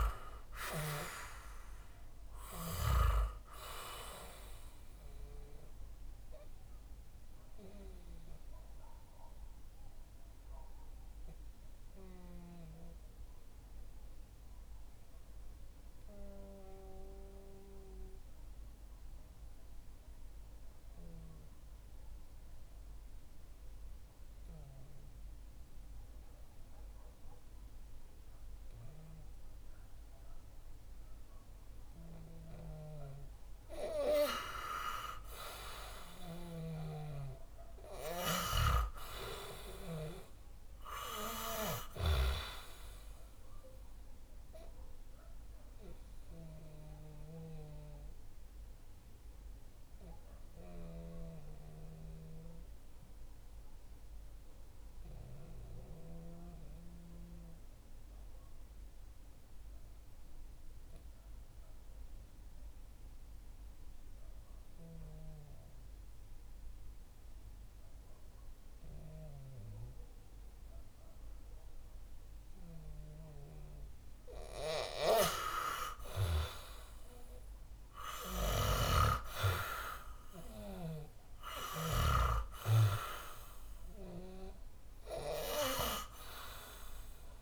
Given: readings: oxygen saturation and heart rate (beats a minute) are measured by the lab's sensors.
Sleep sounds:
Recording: breathing in sleep by a room microphone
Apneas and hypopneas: 2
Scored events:
0.00-2.50 s: snoring (device-marked)
0.00-21.50 s: oxygen desaturation (device-marked, oxygen 90% lowest, heart rate 59 extreme)
4.00-31.50 s: obstructive apnea (oxygen 98% before, 90% lowest, heart rate 64 before, 58 extreme)
35.50-39.50 s: snoring (device-marked)
35.50-40.00 s: arousal
46.00-72.00 s: obstructive apnea (oxygen 98% before, 89% lowest, heart rate 65 before, 58 extreme, up 5 after)
50.50-62.50 s: oxygen desaturation (device-marked, oxygen 95% before, 91% lowest, heart rate 64 before, 58 extreme)
73.50-87.42 s: oxygen desaturation (device-marked, oxygen 97% before, 89% lowest, heart rate 60 before, 58 extreme)
75.50-80.00 s: arousal
From the record:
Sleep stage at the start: N2 (light sleep)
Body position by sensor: on the back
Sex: male

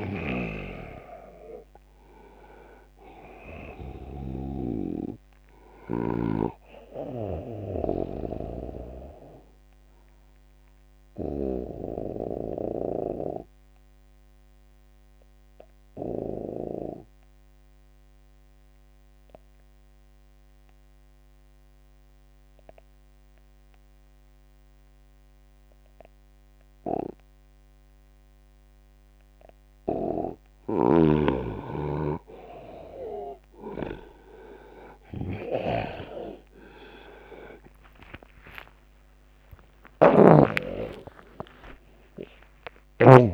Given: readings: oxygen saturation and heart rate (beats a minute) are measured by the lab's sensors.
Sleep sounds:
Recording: breathing in sleep by a microphone on the trachea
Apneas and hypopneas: 1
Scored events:
0.00-8.00 s: snoring (device-marked)
0.00-17.00 s: oxygen desaturation (device-marked, oxygen 84% lowest, heart rate 73 extreme)
10.50-29.50 s: obstructive apnea (oxygen 98% before, 84% lowest, heart rate 78 before, 73 extreme, up 6 after)
29.00-43.34 s: oxygen desaturation (device-marked, oxygen 99% before, 85% lowest, heart rate 78 before, 67 extreme)
35.00-43.34 s: tachycardia (device-marked, heart rate 82 before, 169 extreme)
36.00-43.34 s: new sleep stage, N1 (lightest sleep)
37.50-43.34 s: arousal
From the record:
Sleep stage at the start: N2 (light sleep)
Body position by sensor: on the back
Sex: male

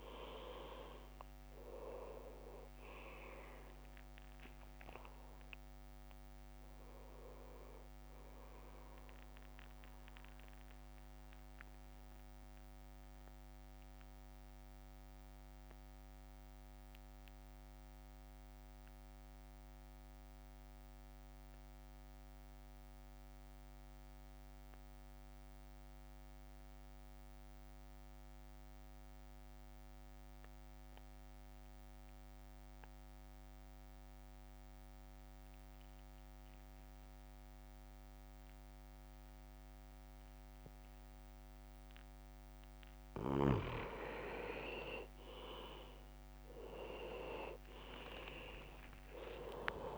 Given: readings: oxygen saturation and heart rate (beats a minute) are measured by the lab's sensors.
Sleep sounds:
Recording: breathing in sleep by a microphone on the trachea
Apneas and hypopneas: 1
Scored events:
2.00-15.00 s: drop in pulse transit time (device-marked, heart rate 55 before, 52 extreme)
10.50-43.00 s: mixed apnea (oxygen 99% before, 92% lowest, heart rate 57 before, 49 extreme, up 5 after)
42.00-49.98 s: oxygen desaturation (device-marked, oxygen 100% before, 95% lowest, heart rate 55 before, 52 extreme)
45.50-49.00 s: arousal
46.50-49.98 s: leg movement (device-marked)
From the record:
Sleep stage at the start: N2 (light sleep)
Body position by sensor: on the back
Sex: male

